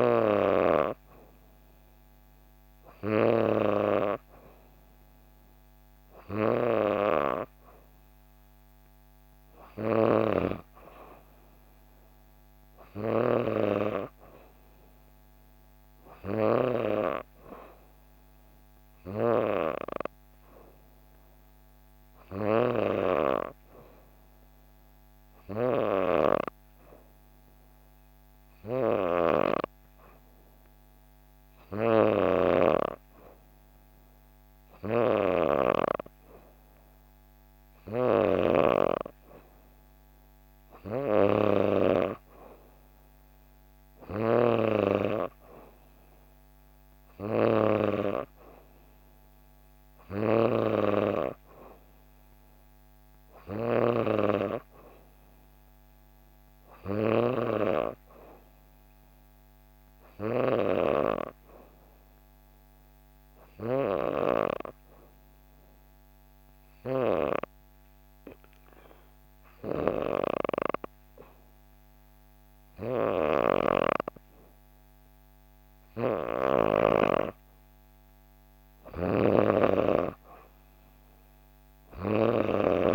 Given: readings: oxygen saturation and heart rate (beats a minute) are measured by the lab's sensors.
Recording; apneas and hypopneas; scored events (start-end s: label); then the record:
breathing in sleep by a microphone on the trachea; 2
23.50-37.00 s: hypopnea (oxygen 93% before, 90% lowest, heart rate 65 before, 64 extreme, up 0 after)
28.50-44.00 s: snoring (device-marked)
39.50-42.50 s: arousal
65.00-76.50 s: obstructive apnea (oxygen 94% before, 90% lowest, heart rate 65 before, 65 extreme, up 1 after)
74.00-82.94 s: new sleep stage, N3 (deep sleep)
78.50-82.00 s: arousal
78.50-82.50 s: snoring (device-marked)
From the record:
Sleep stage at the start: N2 (light sleep); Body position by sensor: on the back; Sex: female